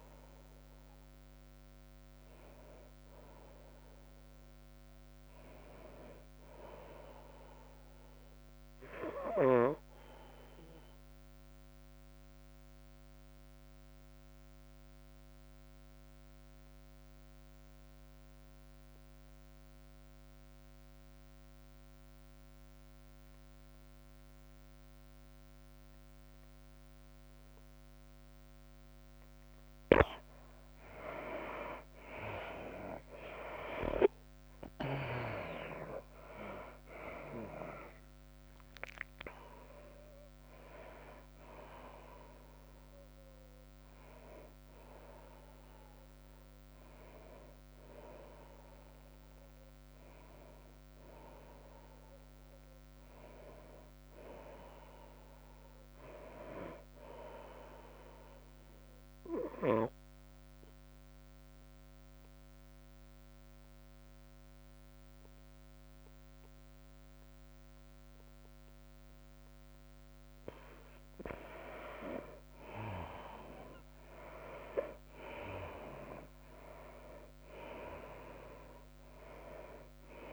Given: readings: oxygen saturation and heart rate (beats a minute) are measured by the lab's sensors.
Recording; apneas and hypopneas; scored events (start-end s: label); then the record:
breathing in sleep by a microphone on the trachea; 2
0.00-9.00 s: oxygen desaturation (device-marked, oxygen 93% lowest, heart rate 81 extreme)
9.00-80.33 s: new sleep stage, N2 (light sleep)
13.00-30.00 s: obstructive apnea (oxygen 97% before, 76% lowest, heart rate 99 before, 81 extreme, up 16 after)
16.00-55.00 s: oxygen desaturation (device-marked, oxygen 94% before, 76% lowest, heart rate 98 before, 81 extreme)
32.00-35.00 s: arousal
36.00-45.00 s: tachycardia (device-marked, heart rate 98 before, 102 extreme)
37.00-51.00 s: drop in pulse transit time (device-marked, heart rate 89 before, 98 extreme)
61.50-72.50 s: obstructive apnea (oxygen 98% before, 78% lowest, heart rate 99 before, 85 extreme, up 17 after)
68.50-70.50 s: long interval between heartbeats (device-marked, heart rate 97 before, 86 extreme)
74.00-78.00 s: arousal
76.00-80.33 s: oxygen desaturation (device-marked, oxygen 96% before, 84% lowest, heart rate 93 before, 87 extreme)
77.00-80.33 s: drop in pulse transit time (device-marked, heart rate 93 before, 97 extreme)
78.00-80.33 s: tachycardia (device-marked, heart rate 96 before, 102 extreme)
From the record:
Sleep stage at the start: N1 (lightest sleep); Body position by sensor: on the right side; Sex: female